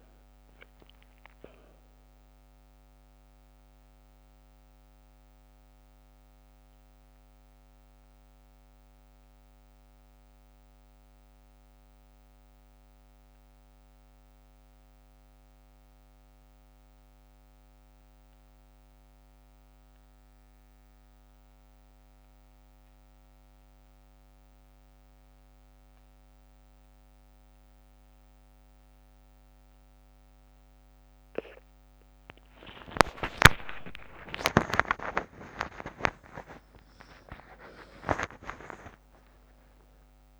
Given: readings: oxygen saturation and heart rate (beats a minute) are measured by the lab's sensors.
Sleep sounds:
breathing in sleep by a microphone on the trachea; 1
0.00-15.50 s: oxygen desaturation (device-marked, oxygen 88% lowest, heart rate 54 extreme)
3.00-31.00 s: mixed apnea (oxygen 100% before, 83% lowest, heart rate 63 before, 54 extreme, up 6 after)
30.50-40.40 s: oxygen desaturation (device-marked, oxygen 99% before, 83% lowest, heart rate 58 before, 53 extreme)
32.50-36.50 s: arousal
From the record:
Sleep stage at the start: N2 (light sleep); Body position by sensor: on the back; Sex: female

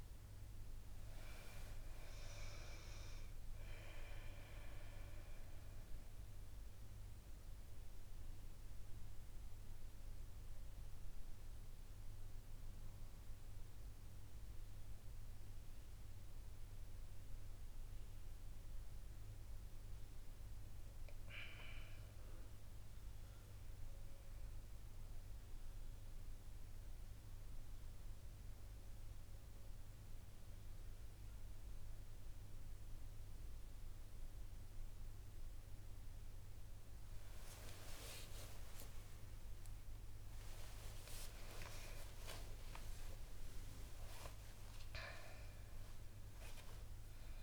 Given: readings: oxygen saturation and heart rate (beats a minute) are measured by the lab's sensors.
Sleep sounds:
a person awake in a sleep study, by a room microphone; none
none scored
From the record:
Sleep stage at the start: awake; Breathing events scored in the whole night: 565 in 7.1 hours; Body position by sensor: on the back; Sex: female

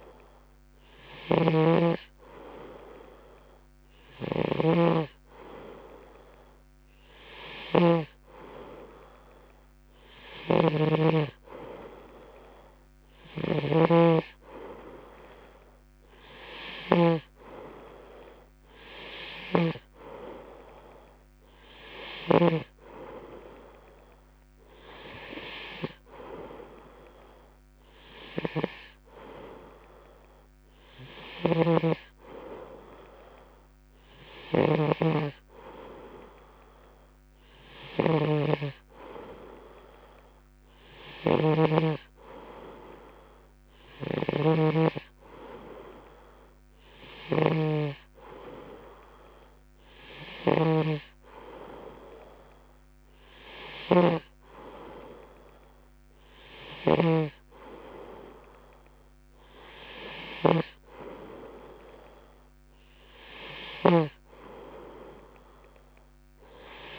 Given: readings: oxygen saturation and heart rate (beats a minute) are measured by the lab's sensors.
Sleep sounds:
breathing in sleep by a microphone on the trachea; none
0.00-8.50 s: snoring (device-marked)
10.50-17.50 s: snoring (device-marked)
19.50-23.00 s: snoring (device-marked)
31.50-66.99 s: snoring (device-marked)
From the record:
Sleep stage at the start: N2 (light sleep); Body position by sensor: on the right side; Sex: male

